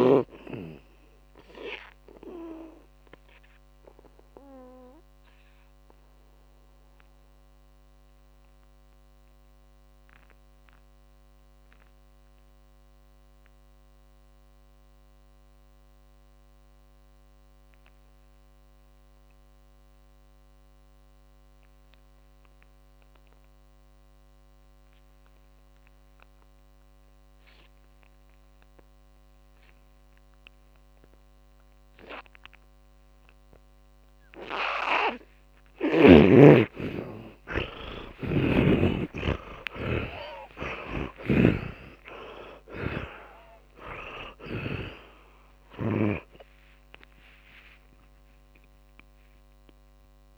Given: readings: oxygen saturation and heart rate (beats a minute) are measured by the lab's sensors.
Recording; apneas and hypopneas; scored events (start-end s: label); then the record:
breathing in sleep by a microphone on the trachea; 1
0.00-24.50 s: oxygen desaturation (device-marked, oxygen 77% lowest, heart rate 49 extreme)
3.50-35.50 s: mixed apnea (oxygen 100% before, 74% lowest, heart rate 55 before, 50 extreme)
26.50-50.38 s: oxygen desaturation (device-marked, oxygen 100% before, 85% lowest, heart rate 56 before, 51 extreme)
38.00-43.00 s: arousal
38.50-48.50 s: tachycardia (device-marked, heart rate 62 before, 130 extreme)
41.00-45.00 s: snoring (device-marked)
From the record:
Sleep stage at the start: N2 (light sleep); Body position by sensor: on the back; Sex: male